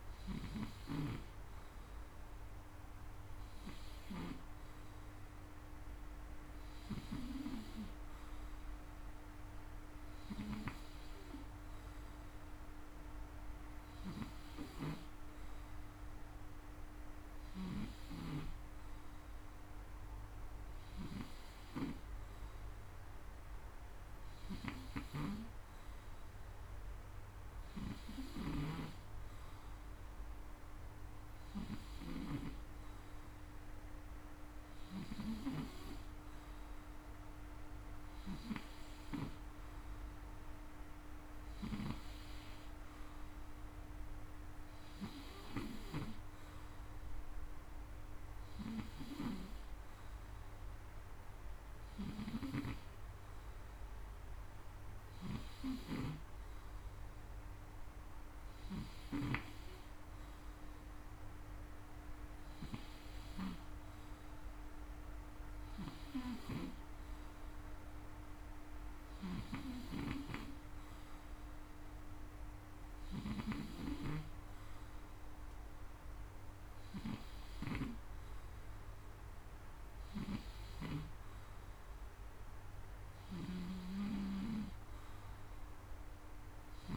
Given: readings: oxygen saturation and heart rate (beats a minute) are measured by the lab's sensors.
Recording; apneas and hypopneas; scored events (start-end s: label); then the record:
breathing in sleep by a room microphone; none
0.00-4.00 s: snoring (device-marked)
13.50-17.50 s: snoring (device-marked)
27.50-35.00 s: snoring (device-marked)
41.00-45.50 s: snoring (device-marked)
54.50-80.50 s: snoring (device-marked)
82.50-86.96 s: snoring (device-marked)
From the record:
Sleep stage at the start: N2 (light sleep); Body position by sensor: on the front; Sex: male